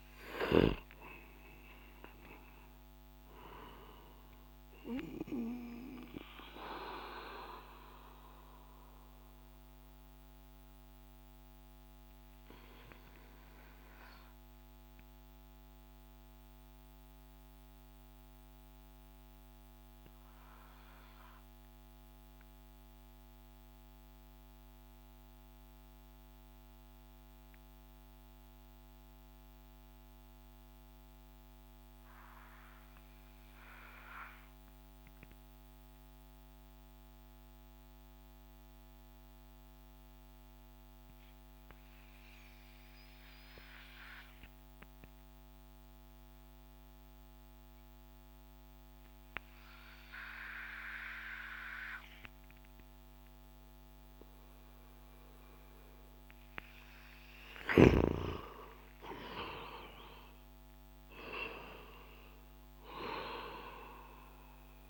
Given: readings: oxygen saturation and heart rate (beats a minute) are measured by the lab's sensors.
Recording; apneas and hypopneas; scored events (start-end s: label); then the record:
breathing in sleep by a microphone on the trachea; 1
0.50-20.50 s: oxygen desaturation (device-marked, oxygen 95% before, 88% lowest)
5.50-56.00 s: mixed apnea (oxygen 96% before, 88% lowest)
42.50-64.90 s: oxygen desaturation (device-marked, oxygen 98% before, 93% lowest)
56.50-61.50 s: arousal
From the record:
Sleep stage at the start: N2 (light sleep); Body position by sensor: on the back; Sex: male